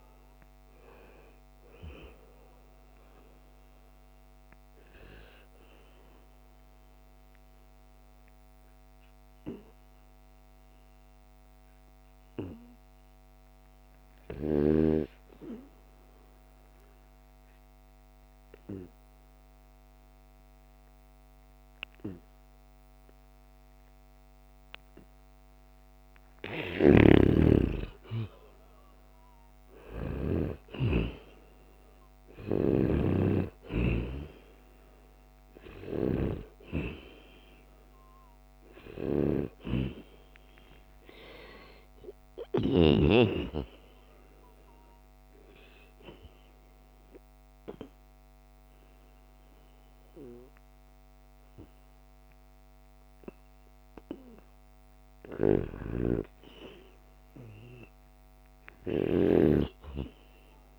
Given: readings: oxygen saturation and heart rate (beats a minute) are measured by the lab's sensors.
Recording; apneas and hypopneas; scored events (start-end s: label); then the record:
breathing in sleep by a microphone on the trachea; 2
0.00-19.50 s: oxygen desaturation (device-marked, oxygen 87% lowest, heart rate 67 extreme)
3.00-26.00 s: obstructive apnea (oxygen 97% before, 87% lowest, heart rate 73 before, 74 extreme, up 4 after)
26.50-33.00 s: snoring (device-marked)
27.00-32.50 s: arousal
35.50-50.50 s: oxygen desaturation (device-marked, oxygen 97% before, 92% lowest, heart rate 77 before, 77 extreme)
44.00-54.50 s: obstructive apnea (oxygen 98% before, 90% lowest, heart rate 79 before, 77 extreme, up 2 after)
56.00-60.50 s: arousal
From the record:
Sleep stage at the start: N2 (light sleep); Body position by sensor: on the back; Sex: male